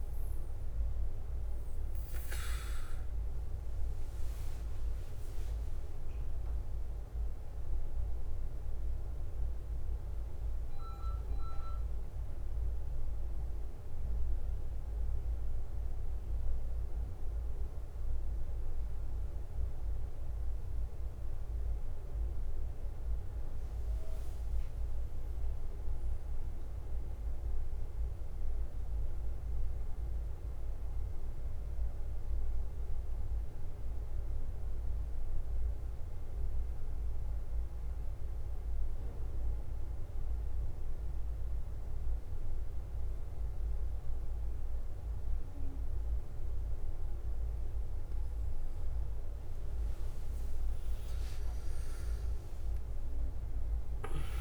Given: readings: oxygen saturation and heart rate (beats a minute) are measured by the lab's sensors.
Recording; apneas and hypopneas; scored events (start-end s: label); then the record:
breathing in sleep, hard to hear, by a room microphone; 1
0.00-54.41 s: bradycardia (device-marked, heart rate 40 extreme)
23.50-26.50 s: arousal
29.00-48.50 s: obstructive apnea (oxygen 99% before, 94% lowest, heart rate 49 before, 40 extreme, up 16 after)
50.00-54.41 s: arousal
From the record:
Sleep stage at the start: N2 (light sleep); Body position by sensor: on the back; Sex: male